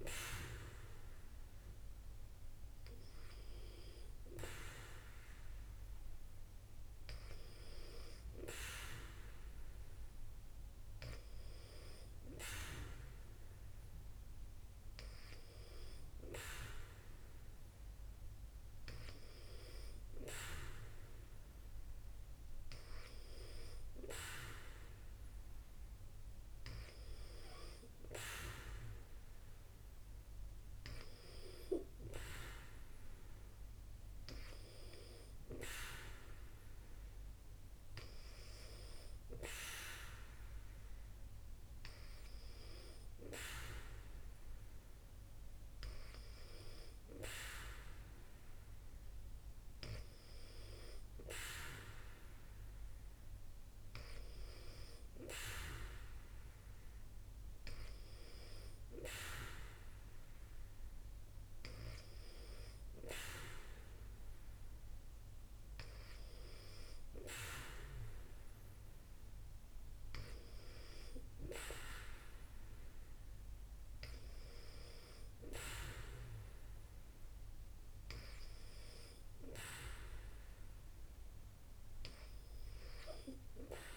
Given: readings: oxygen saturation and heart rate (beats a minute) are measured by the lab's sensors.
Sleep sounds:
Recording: breathing in sleep by a room microphone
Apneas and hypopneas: none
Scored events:
none scored
From the record:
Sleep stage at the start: N2 (light sleep)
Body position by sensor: on the back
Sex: female

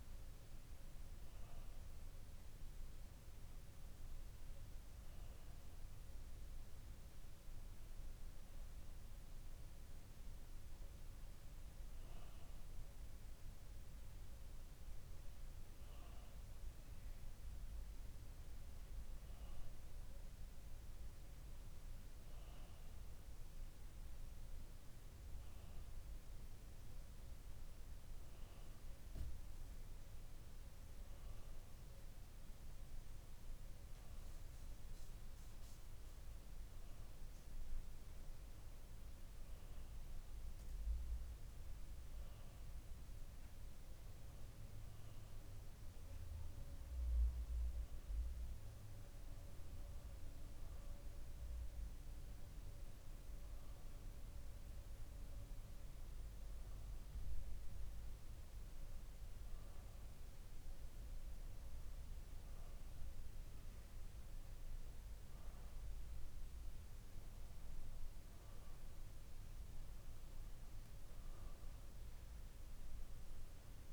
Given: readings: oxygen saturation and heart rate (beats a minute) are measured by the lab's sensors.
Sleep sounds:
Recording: breathing in sleep, hard to hear, by a room microphone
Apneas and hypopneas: none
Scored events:
none scored
From the record:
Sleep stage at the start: N2 (light sleep)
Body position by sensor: on the back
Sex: male

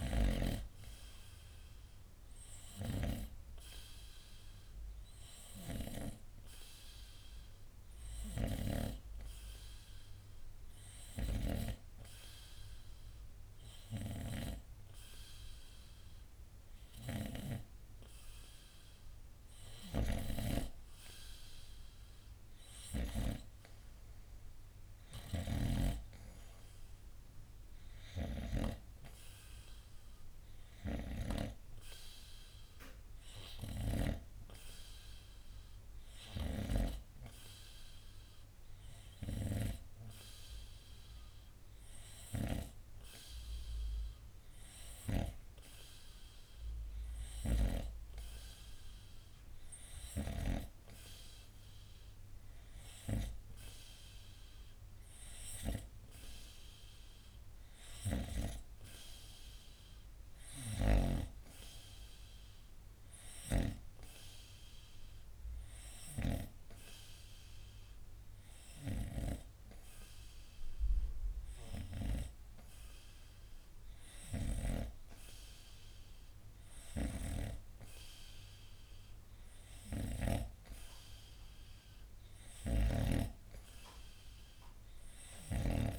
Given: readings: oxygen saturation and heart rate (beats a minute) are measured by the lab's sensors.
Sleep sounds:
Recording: breathing in sleep by a room microphone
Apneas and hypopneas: 1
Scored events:
0.00-21.00 s: oxygen desaturation (device-marked, oxygen 90% lowest, heart rate 64 extreme)
8.50-20.00 s: hypopnea (oxygen 96% before, 90% lowest, heart rate 66 before, 64 extreme, up 2 after)
20.00-26.00 s: snoring (device-marked)
22.50-26.00 s: arousal
82.50-85.99 s: snoring (device-marked)
From the record:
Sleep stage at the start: N2 (light sleep)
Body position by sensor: on the front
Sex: male

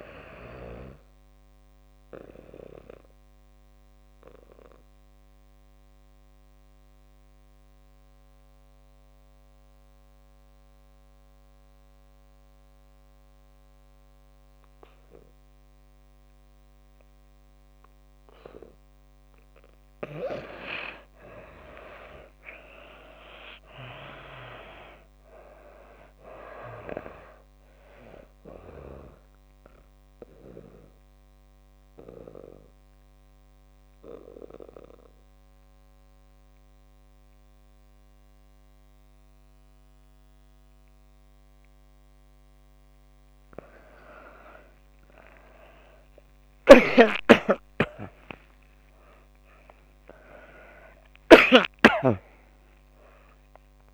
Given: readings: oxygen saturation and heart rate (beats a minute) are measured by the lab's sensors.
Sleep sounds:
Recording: breathing in sleep by a microphone on the trachea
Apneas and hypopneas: 2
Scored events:
2.00-19.00 s: obstructive apnea (oxygen 96% before, 79% lowest)
3.00-17.00 s: oxygen desaturation (device-marked, oxygen 96% before, 86% lowest)
19.00-47.00 s: oxygen desaturation (device-marked, oxygen 95% before, 79% lowest)
21.50-26.00 s: arousal
30.00-43.50 s: obstructive apnea (oxygen 95% before, 79% lowest)
46.00-51.00 s: arousal
From the record:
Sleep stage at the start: N2 (light sleep)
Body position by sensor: on the back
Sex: female

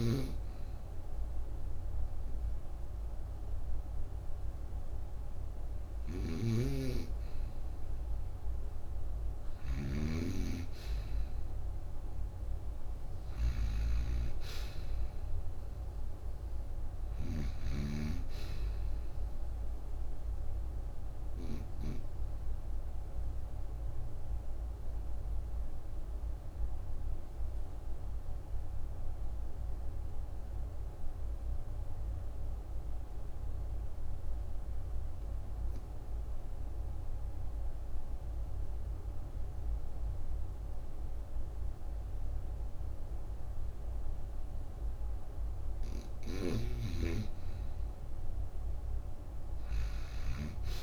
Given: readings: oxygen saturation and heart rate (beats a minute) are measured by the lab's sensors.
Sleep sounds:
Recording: breathing in sleep by a room microphone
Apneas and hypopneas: 1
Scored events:
5.50-17.50 s: snoring (device-marked)
18.50-21.50 s: oxygen desaturation (device-marked, oxygen 85% before, 83% lowest, heart rate 64 before, 59 extreme)
19.50-45.50 s: obstructive apnea (oxygen 87% before, 71% lowest, heart rate 63 before, 59 extreme, up 11 after)
23.50-46.50 s: oxygen desaturation (device-marked, oxygen 85% before, 71% lowest, heart rate 63 before, 59 extreme)
46.00-50.50 s: snoring (device-marked)
48.50-50.83 s: arousal
From the record:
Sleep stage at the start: N2 (light sleep)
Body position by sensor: on the right side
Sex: female

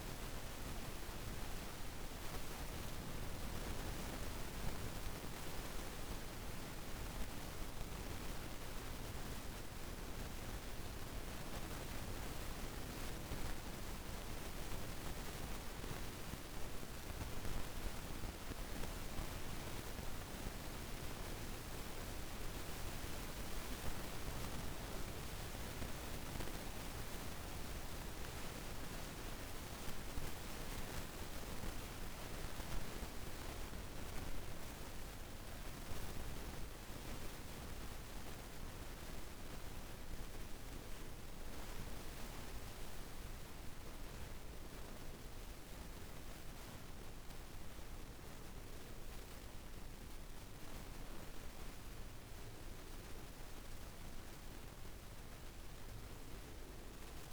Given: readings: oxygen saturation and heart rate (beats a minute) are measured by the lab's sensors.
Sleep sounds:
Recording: breathing in sleep by a room microphone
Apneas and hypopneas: none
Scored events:
0.00-5.50 s: oxygen desaturation (device-marked, oxygen 89% lowest, heart rate 53 extreme)
6.50-57.33 s: new sleep stage, REM sleep
From the record:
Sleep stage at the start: N2 (light sleep)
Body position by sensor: on the back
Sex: female

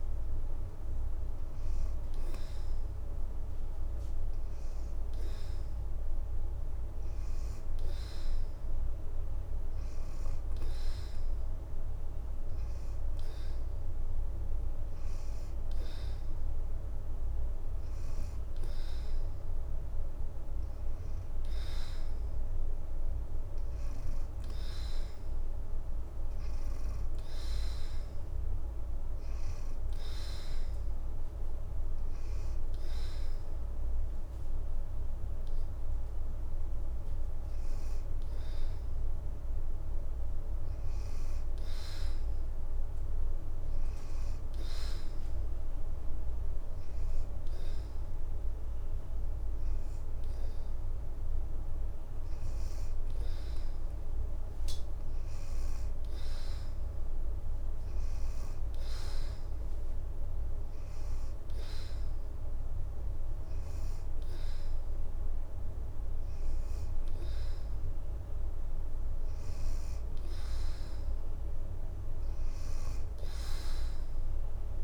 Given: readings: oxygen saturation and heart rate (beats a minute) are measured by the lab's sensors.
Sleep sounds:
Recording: breathing in sleep, hard to hear, by a room microphone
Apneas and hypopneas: none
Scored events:
0.00-2.00 s: oxygen desaturation (device-marked, oxygen 84% lowest, heart rate 81 extreme)
51.00-58.00 s: oxygen desaturation (device-marked, oxygen 90% before, 84% lowest, heart rate 84 before, 81 extreme)
64.00-74.00 s: oxygen desaturation (device-marked, oxygen 89% before, 84% lowest, heart rate 84 before, 81 extreme)
From the record:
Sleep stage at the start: N2 (light sleep)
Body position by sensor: on the back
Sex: female

